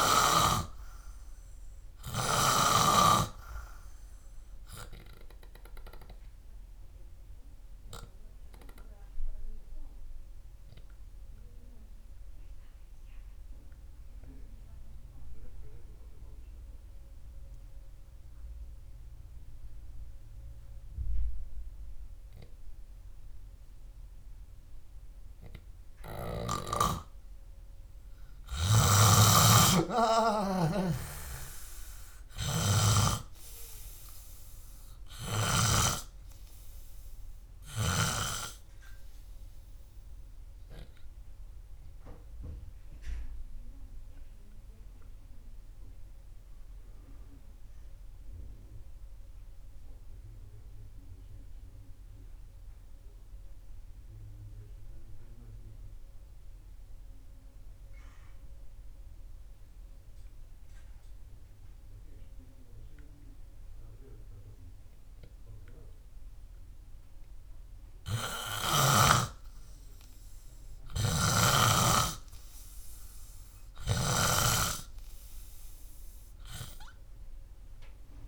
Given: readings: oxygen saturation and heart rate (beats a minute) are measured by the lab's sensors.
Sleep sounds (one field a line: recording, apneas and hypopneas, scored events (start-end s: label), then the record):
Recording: breathing in sleep by a room microphone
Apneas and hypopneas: 2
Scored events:
0.00-2.00 s: arousal
0.00-11.50 s: oxygen desaturation (device-marked, oxygen 93% lowest, heart rate 57 extreme)
11.50-25.00 s: obstructive apnea (oxygen 97% before, 94% lowest, heart rate 63 before, 57 extreme, up 6 after)
27.50-30.50 s: arousal
29.00-36.50 s: snoring (device-marked)
46.00-66.50 s: obstructive apnea (oxygen 97% before, 93% lowest, heart rate 68 before, 60 extreme, up 1 after)
70.50-73.50 s: arousal
71.50-75.00 s: snoring (device-marked)
From the record:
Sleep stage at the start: N3 (deep sleep)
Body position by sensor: on the back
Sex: male